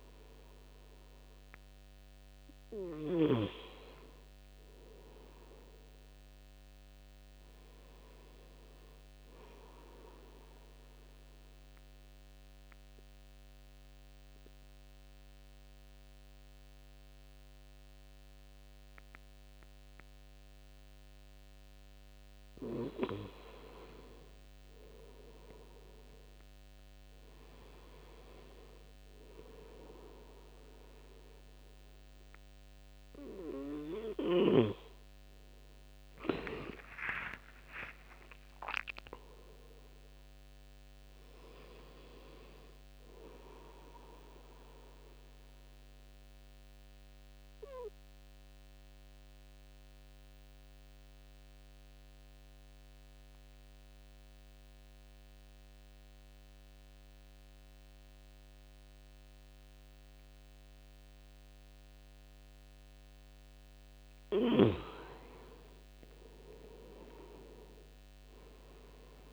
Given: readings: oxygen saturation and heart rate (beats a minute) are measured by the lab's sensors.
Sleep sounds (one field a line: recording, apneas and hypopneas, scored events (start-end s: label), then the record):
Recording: breathing in sleep by a microphone on the trachea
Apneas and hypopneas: 2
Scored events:
0.00-16.50 s: oxygen desaturation (device-marked, oxygen 94% lowest, heart rate 69 extreme)
6.00-9.50 s: arousal
11.50-23.00 s: obstructive apnea (oxygen 98% before, 91% lowest, heart rate 79 before, 70 extreme, up 10 after)
24.50-28.00 s: arousal
33.50-54.50 s: oxygen desaturation (device-marked, oxygen 98% before, 94% lowest, heart rate 75 before, 67 extreme)
36.00-39.50 s: arousal
46.00-63.00 s: obstructive apnea (oxygen 98% before, 90% lowest, heart rate 79 before, 70 extreme, up 6 after)
66.00-69.33 s: arousal
From the record:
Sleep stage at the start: N2 (light sleep)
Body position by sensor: on the front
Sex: male